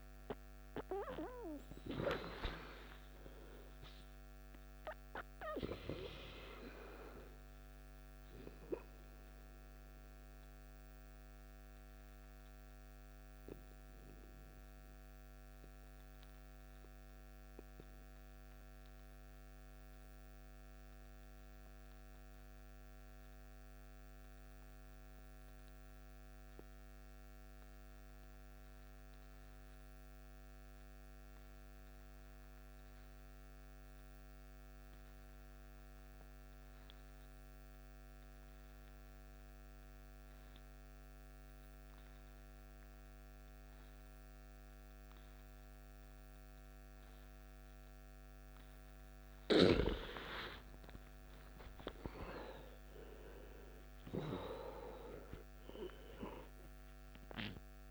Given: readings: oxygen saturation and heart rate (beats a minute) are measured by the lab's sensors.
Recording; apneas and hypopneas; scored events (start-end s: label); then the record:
breathing in sleep by a microphone on the trachea; 1
0.00-15.00 s: oxygen desaturation (device-marked, oxygen 86% lowest, heart rate 55 extreme)
9.50-48.00 s: mixed apnea (oxygen 96% before, 83% lowest, heart rate 66 before, 54 extreme, up 15 after)
36.00-57.90 s: oxygen desaturation (device-marked, oxygen 98% before, 83% lowest, heart rate 56 before, 53 extreme)
50.00-54.00 s: arousal
From the record:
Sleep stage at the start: N2 (light sleep); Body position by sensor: on the back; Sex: male